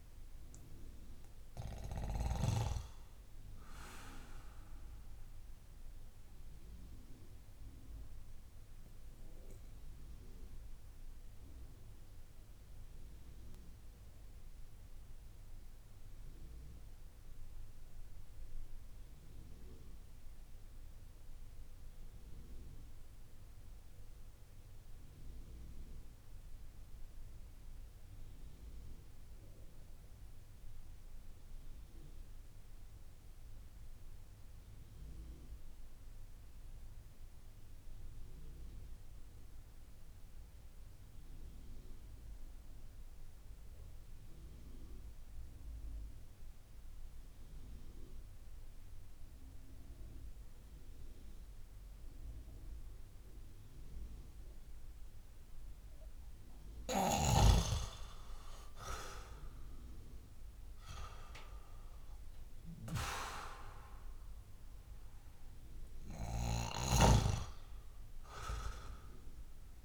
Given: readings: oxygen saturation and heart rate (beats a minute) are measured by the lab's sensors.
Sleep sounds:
breathing in sleep by a room microphone; 1
0.00-12.00 s: oxygen desaturation (device-marked, oxygen 85% lowest)
4.00-56.00 s: mixed apnea (oxygen 95% before, 85% lowest)
38.00-69.85 s: oxygen desaturation (device-marked, oxygen 98% before, 86% lowest)
58.50-62.50 s: arousal
From the record:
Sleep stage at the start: N2 (light sleep); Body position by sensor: on the back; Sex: male

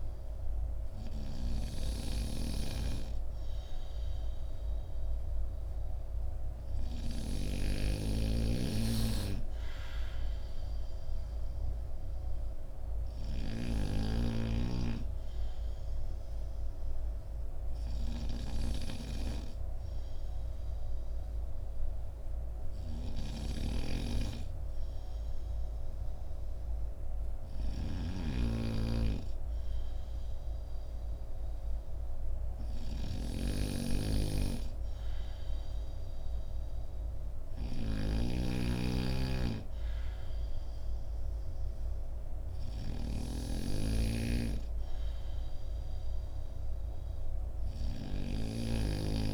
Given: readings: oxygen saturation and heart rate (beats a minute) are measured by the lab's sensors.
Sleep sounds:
breathing in sleep by a room microphone; none
7.00-13.50 s: snoring (device-marked)
23.00-49.34 s: snoring (device-marked)
From the record:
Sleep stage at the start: N2 (light sleep); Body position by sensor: on the back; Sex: male

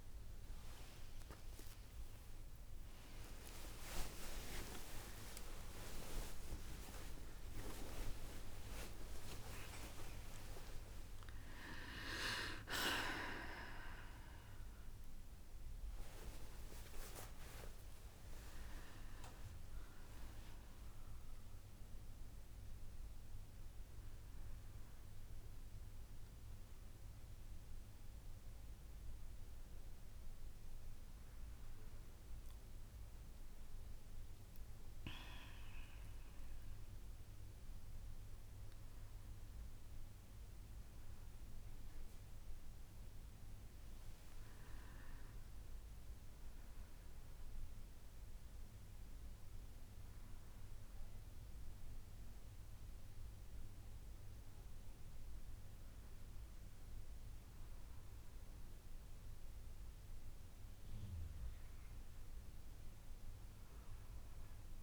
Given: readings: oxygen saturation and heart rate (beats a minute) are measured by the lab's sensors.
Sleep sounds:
a person awake in a sleep study, by a room microphone; none
5.00-8.00 s: tachycardia (device-marked, heart rate 63 before, 99 extreme)
5.50-7.50 s: long interval between heartbeats (device-marked, heart rate 78 before, 90 extreme)
8.00-10.00 s: long interval between heartbeats (device-marked, heart rate 80 before, 108 extreme)
18.50-20.50 s: long interval between heartbeats (device-marked, heart rate 85 before, 82 extreme)
49.00-64.83 s: new sleep stage, N1 (lightest sleep)
From the record:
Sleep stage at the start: awake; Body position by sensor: on the back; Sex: female

